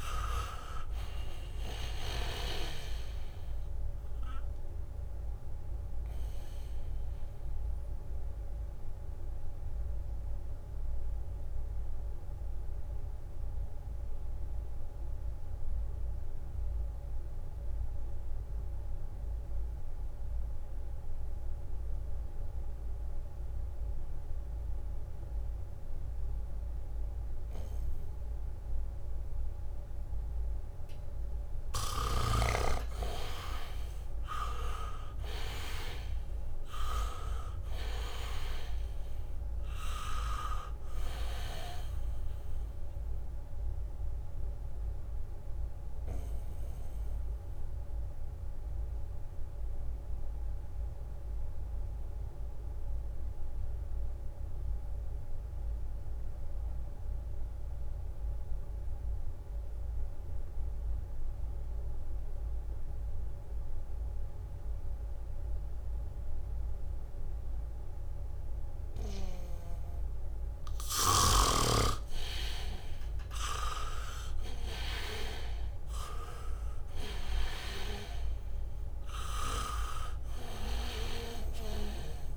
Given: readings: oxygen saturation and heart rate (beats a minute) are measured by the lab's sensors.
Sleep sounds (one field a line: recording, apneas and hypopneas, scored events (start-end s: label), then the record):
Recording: breathing in sleep by a room microphone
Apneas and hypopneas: 2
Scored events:
0.00-1.50 s: arousal
0.00-19.00 s: oxygen desaturation (device-marked, oxygen 78% lowest, heart rate 61 extreme)
7.50-32.00 s: obstructive apnea (oxygen 99% before, 77% lowest, heart rate 71 before, 61 extreme, up 8 after)
8.50-11.00 s: leg movement (device-marked)
26.00-60.00 s: oxygen desaturation (device-marked, oxygen 98% before, 77% lowest, heart rate 70 before, 61 extreme)
29.50-30.50 s: leg movement (device-marked)
31.50-42.00 s: leg movement (device-marked)
34.50-38.50 s: arousal
43.50-46.00 s: leg movement (device-marked)
44.50-70.50 s: mixed apnea (oxygen 98% before, 76% lowest, heart rate 66 before, 62 extreme, up 8 after)
65.00-82.37 s: oxygen desaturation (device-marked, oxygen 98% before, 76% lowest, heart rate 72 before, 63 extreme)
65.50-68.50 s: leg movement (device-marked)
70.50-75.00 s: leg movement (device-marked)
73.50-77.00 s: arousal
78.50-82.37 s: leg movement (device-marked)
From the record:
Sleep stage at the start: N2 (light sleep)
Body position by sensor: on the back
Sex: male